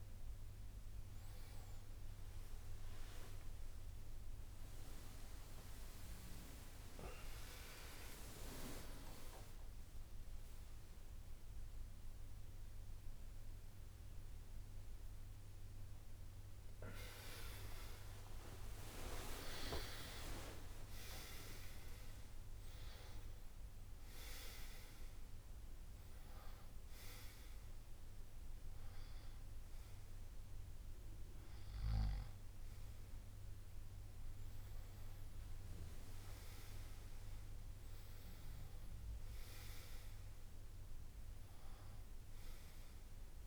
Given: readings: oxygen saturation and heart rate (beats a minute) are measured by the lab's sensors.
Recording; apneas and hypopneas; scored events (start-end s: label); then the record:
a person awake in a sleep study, by a room microphone; none
4.00-10.00 s: tachycardia (device-marked, heart rate 72 before, 113 extreme)
7.50-9.50 s: long interval between heartbeats (device-marked, heart rate 92 before, 110 extreme)
16.00-22.00 s: tachycardia (device-marked, heart rate 73 before, 128 extreme)
17.50-19.50 s: long interval between heartbeats (device-marked, heart rate 87 before, 91 extreme)
21.50-23.50 s: long interval between heartbeats (device-marked, heart rate 93 before, 128 extreme)
38.00-43.46 s: drop in pulse transit time (device-marked, heart rate 86 before, 73 extreme)
From the record:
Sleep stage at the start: awake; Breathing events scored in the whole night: 200 in 4.2 hours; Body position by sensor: on the right side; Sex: male